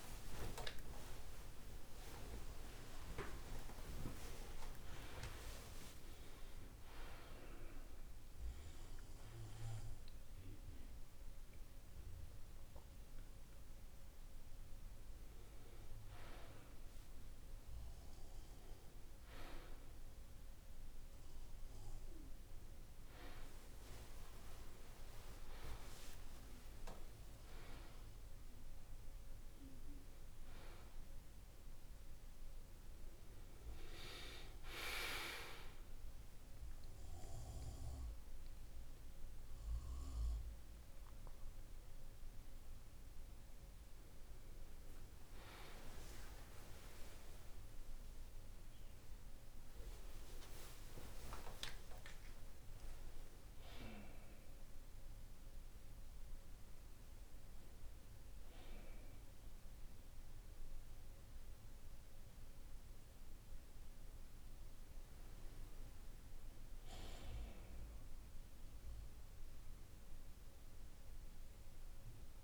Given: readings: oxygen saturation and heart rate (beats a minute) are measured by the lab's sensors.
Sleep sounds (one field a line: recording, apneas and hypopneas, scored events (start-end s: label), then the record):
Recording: a person awake in a sleep study, by a room microphone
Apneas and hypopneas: none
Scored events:
none scored
From the record:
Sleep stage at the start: awake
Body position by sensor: on the back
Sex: male